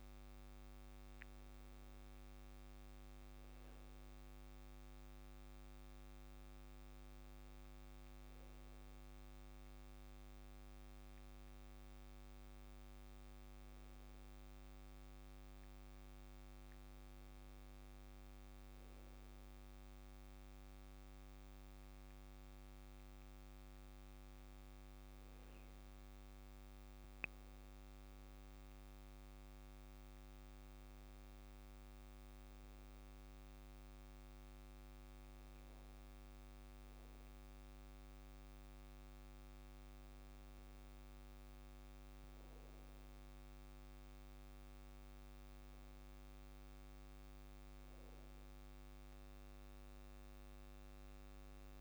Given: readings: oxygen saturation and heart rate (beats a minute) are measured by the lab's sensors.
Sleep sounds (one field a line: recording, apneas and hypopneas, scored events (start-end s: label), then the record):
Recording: breathing in sleep, hard to hear, by a microphone on the trachea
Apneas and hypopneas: none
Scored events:
none scored
From the record:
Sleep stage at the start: N2 (light sleep)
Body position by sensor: on the back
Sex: male